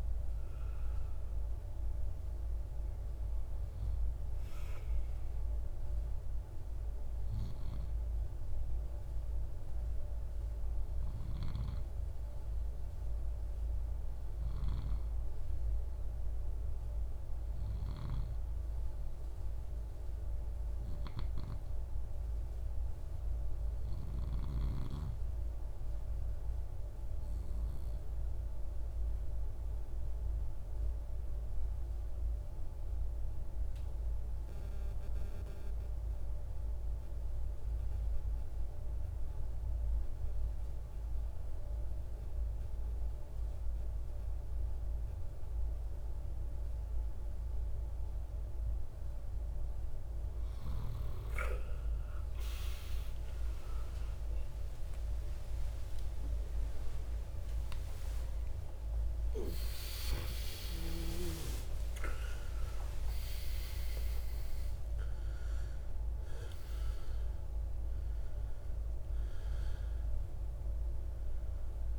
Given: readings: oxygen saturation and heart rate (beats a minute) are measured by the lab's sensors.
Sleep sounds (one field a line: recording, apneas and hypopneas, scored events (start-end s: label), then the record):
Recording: breathing in sleep by a room microphone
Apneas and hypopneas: 1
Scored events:
0.00-18.00 s: oxygen desaturation (device-marked, oxygen 90% lowest, heart rate 58 extreme)
27.50-49.00 s: obstructive apnea (oxygen 99% before, 86% lowest, heart rate 65 before, 58 extreme, up 49 after)
40.00-71.98 s: oxygen desaturation (device-marked, oxygen 97% before, 86% lowest, heart rate 62 before, 58 extreme)
52.50-58.00 s: arousal
From the record:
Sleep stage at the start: N2 (light sleep)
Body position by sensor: on the right side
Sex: male